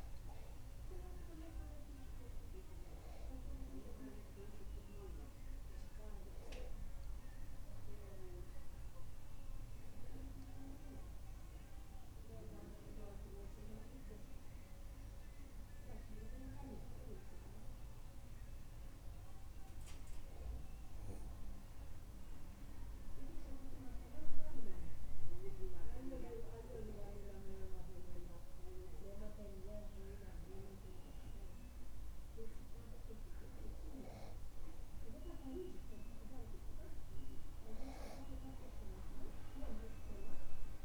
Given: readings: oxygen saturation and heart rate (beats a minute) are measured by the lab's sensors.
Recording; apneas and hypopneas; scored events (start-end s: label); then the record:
breathing in sleep by a room microphone; none
none scored
From the record:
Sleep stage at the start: N2 (light sleep); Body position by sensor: on the back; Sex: male